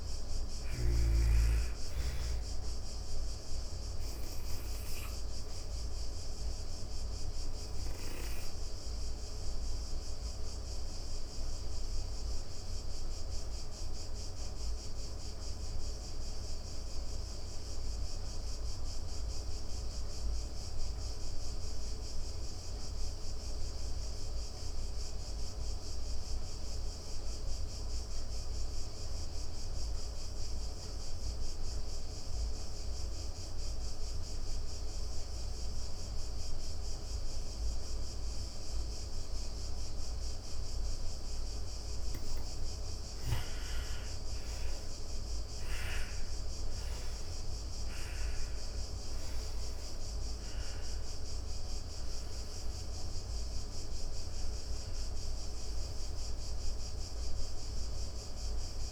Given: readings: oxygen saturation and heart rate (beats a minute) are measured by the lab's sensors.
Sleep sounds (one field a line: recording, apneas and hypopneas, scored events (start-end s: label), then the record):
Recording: breathing in sleep, hard to hear, by a room microphone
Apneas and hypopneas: 1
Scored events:
0.00-20.00 s: oxygen desaturation (device-marked, oxygen 99% before, 83% lowest, heart rate 174 before, 145 extreme)
3.00-41.00 s: obstructive apnea (oxygen 99% before, 80% lowest, heart rate 179 before, 145 extreme, up 12 after)
34.00-58.92 s: oxygen desaturation (device-marked, oxygen 98% before, 80% lowest)
42.50-46.50 s: arousal
From the record:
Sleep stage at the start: N2 (light sleep)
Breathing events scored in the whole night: 396 in 5.8 hours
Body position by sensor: on the back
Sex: female